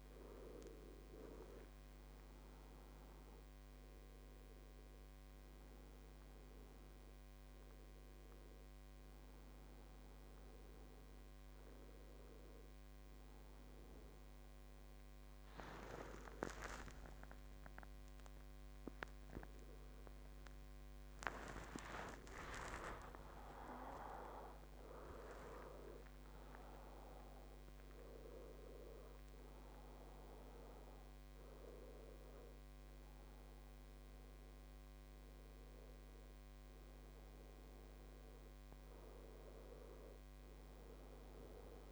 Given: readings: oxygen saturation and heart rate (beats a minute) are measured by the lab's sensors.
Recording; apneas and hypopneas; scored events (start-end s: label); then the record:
a person awake in a sleep study, by a microphone on the trachea; none
26.50-41.92 s: new sleep stage, N1 (lightest sleep)
From the record:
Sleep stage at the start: awake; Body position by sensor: on the back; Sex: male